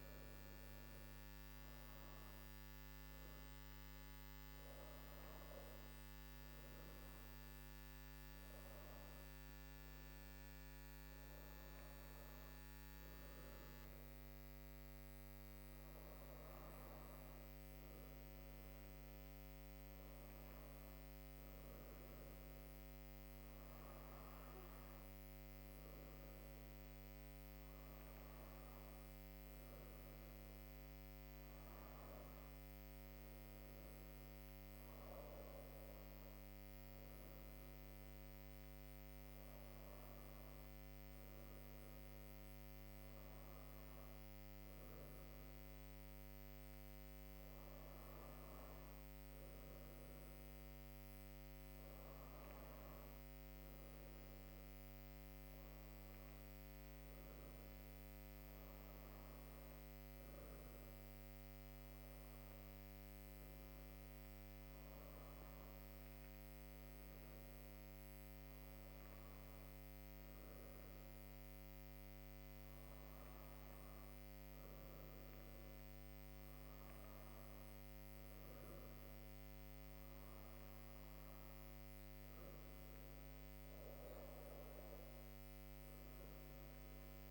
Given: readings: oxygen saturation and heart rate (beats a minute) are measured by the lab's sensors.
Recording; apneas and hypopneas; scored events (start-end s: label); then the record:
breathing in sleep, hard to hear, by a microphone on the trachea; none
none scored
From the record:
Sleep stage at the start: N2 (light sleep); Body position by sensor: on the back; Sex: female